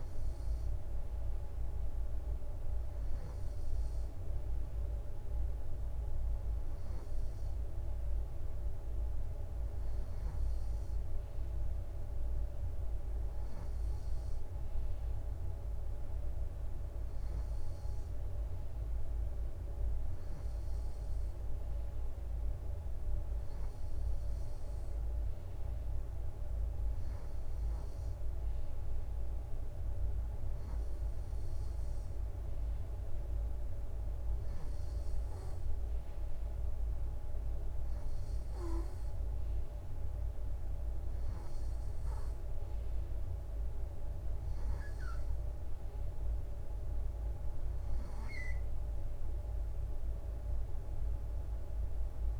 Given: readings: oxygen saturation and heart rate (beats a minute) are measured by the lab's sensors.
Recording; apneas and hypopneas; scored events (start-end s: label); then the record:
breathing in sleep, hard to hear, by a room microphone; none
49.00-52.40 s: arousal
From the record:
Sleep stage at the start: N2 (light sleep); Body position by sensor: on the right side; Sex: male